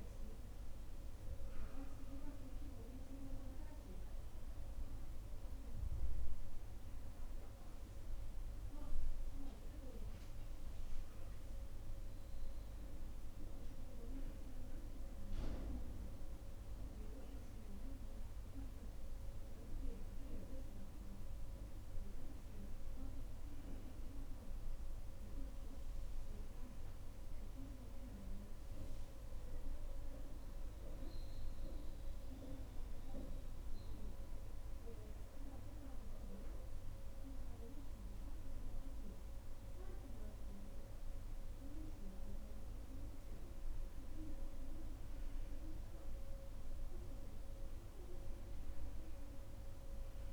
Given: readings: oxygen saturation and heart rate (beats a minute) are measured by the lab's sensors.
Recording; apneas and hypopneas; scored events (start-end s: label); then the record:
breathing in sleep by a room microphone; none
none scored
From the record:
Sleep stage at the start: N2 (light sleep); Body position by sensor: on the right side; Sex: female